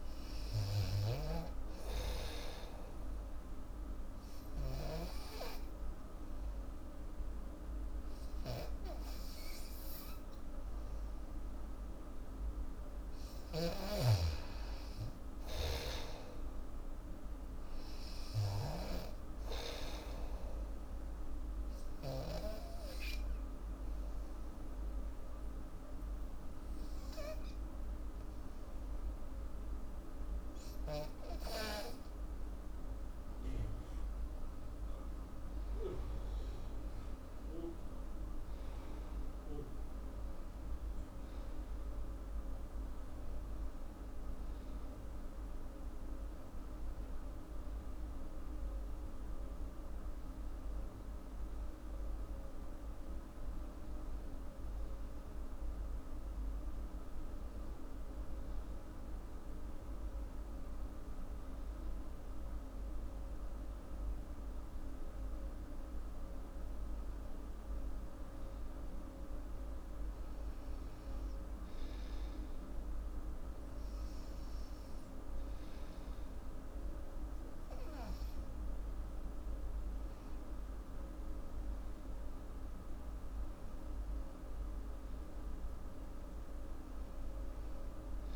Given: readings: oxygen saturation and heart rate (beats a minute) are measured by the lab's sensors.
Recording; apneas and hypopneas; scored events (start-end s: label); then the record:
breathing in sleep by a room microphone; 2
0.00-9.50 s: oxygen desaturation (device-marked, oxygen 87% lowest, heart rate 76 extreme)
2.50-13.50 s: obstructive apnea (oxygen 96% before, 87% lowest, heart rate 86 before, 76 extreme, up 8 after)
13.50-19.00 s: snoring (device-marked)
15.00-18.00 s: arousal
20.50-32.50 s: obstructive apnea (oxygen 98% before, 88% lowest, heart rate 80 before, 76 extreme, up 10 after)
21.50-31.50 s: oxygen desaturation (device-marked, oxygen 98% before, 93% lowest, heart rate 80 before, 76 extreme)
33.50-55.50 s: oxygen desaturation (device-marked, oxygen 96% before, 88% lowest, heart rate 79 before, 81 extreme)
34.00-38.00 s: arousal
From the record:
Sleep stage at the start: N2 (light sleep); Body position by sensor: on the back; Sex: female